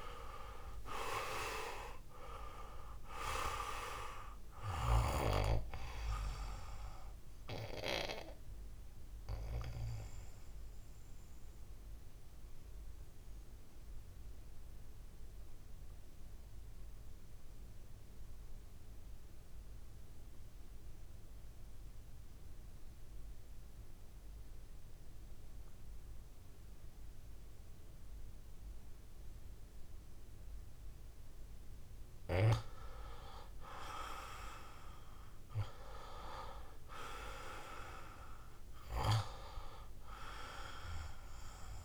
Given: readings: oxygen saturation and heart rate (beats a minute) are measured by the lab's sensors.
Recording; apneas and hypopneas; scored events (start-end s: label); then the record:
breathing in sleep by a room microphone; 1
0.00-1.00 s: arousal
0.00-27.00 s: oxygen desaturation (device-marked, oxygen 86% lowest, heart rate 53 extreme)
9.50-31.00 s: mixed apnea (oxygen 99% before, 86% lowest, heart rate 62 before, 54 extreme, up 7 after)
33.00-36.00 s: arousal
39.00-41.85 s: oxygen desaturation (device-marked, oxygen 99% before, 92% lowest, heart rate 64 before, 48 extreme)
From the record:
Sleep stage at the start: REM sleep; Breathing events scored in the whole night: 358 in 4.1 hours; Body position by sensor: on the right side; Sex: male